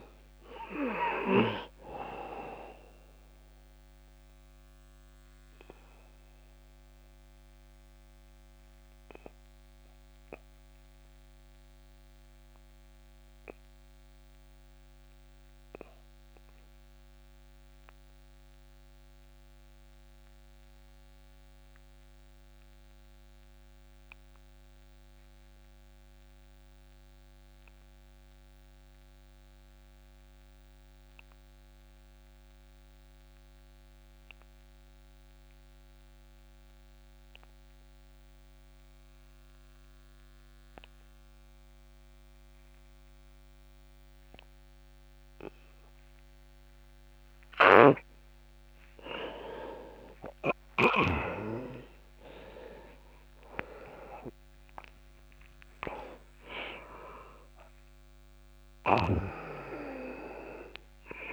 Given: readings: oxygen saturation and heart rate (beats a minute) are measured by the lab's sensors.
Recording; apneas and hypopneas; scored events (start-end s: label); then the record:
breathing in sleep by a microphone on the trachea; 1
0.00-24.50 s: oxygen desaturation (device-marked, oxygen 88% lowest)
3.00-46.50 s: obstructive apnea (oxygen 99% before, 84% lowest)
39.50-61.32 s: oxygen desaturation (device-marked, oxygen 99% before, 84% lowest)
48.50-54.50 s: arousal
From the record:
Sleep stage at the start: REM sleep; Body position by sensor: on the back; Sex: male